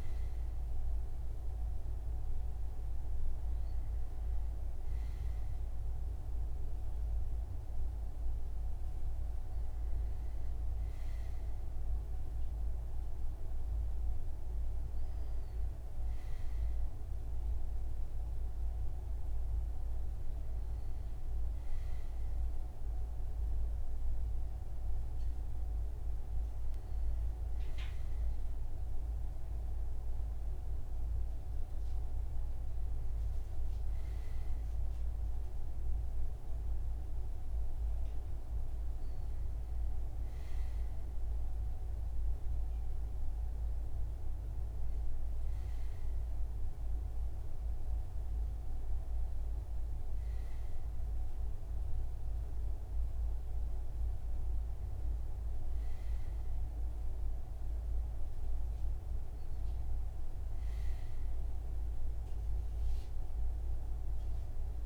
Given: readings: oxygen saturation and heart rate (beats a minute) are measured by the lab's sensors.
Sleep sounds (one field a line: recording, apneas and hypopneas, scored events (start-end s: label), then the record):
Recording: breathing in sleep, hard to hear, by a room microphone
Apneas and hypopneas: none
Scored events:
59.00-64.86 s: new sleep stage, REM sleep
From the record:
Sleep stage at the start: N2 (light sleep)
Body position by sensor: on the front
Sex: male